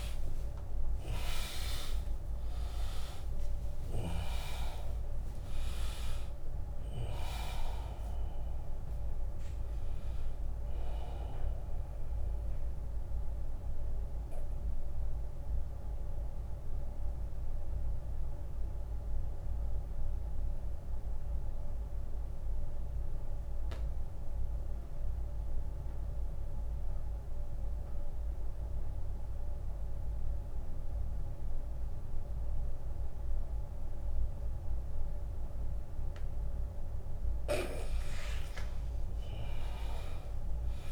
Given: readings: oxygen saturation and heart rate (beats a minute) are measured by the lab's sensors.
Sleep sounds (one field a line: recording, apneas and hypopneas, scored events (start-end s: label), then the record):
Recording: breathing in sleep by a room microphone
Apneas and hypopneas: 1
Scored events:
0.00-1.50 s: long interval between heartbeats (device-marked, heart rate 81 extreme)
0.00-4.00 s: tachycardia (device-marked, heart rate 120 extreme)
0.00-14.00 s: drop in pulse transit time (device-marked, heart rate 70 extreme)
0.00-22.00 s: oxygen desaturation (device-marked, oxygen 82% lowest, heart rate 59 extreme)
2.00-4.00 s: long interval between heartbeats (device-marked, heart rate 81 before, 120 extreme)
12.50-36.50 s: mixed apnea (oxygen 100% before, 82% lowest, heart rate 90 before, 59 extreme, up 18 after)
14.50-16.50 s: long interval between heartbeats (device-marked, heart rate 90 before, 67 extreme)
19.50-21.50 s: long interval between heartbeats (device-marked, heart rate 87 before, 70 extreme)
30.00-32.00 s: long interval between heartbeats (device-marked, heart rate 69 before, 70 extreme)
30.00-33.00 s: drop in pulse transit time (device-marked, heart rate 69 before, 69 extreme)
From the record:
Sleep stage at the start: N2 (light sleep)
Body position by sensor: on the back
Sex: male